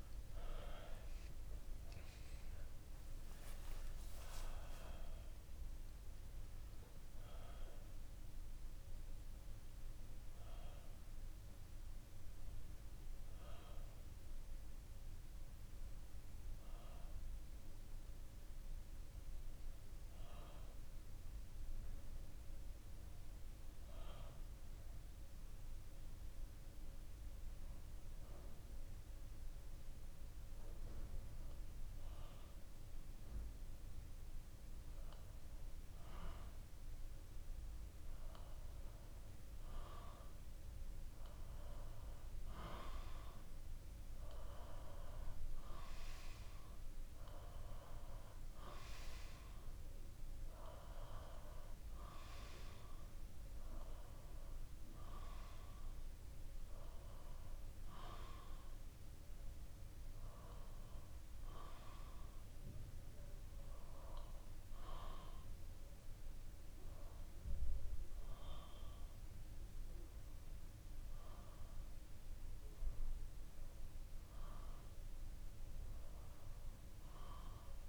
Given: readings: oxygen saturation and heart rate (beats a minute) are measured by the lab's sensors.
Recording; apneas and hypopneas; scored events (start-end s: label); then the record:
breathing in sleep by a room microphone; 1
0.00-8.00 s: oxygen desaturation (device-marked, oxygen 92% lowest, heart rate 65 extreme)
19.50-38.00 s: obstructive apnea (oxygen 95% before, 93% lowest, heart rate 71 before, 63 extreme, up 0 after)
40.50-44.50 s: arousal
From the record:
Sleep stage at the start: REM sleep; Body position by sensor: on the back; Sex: male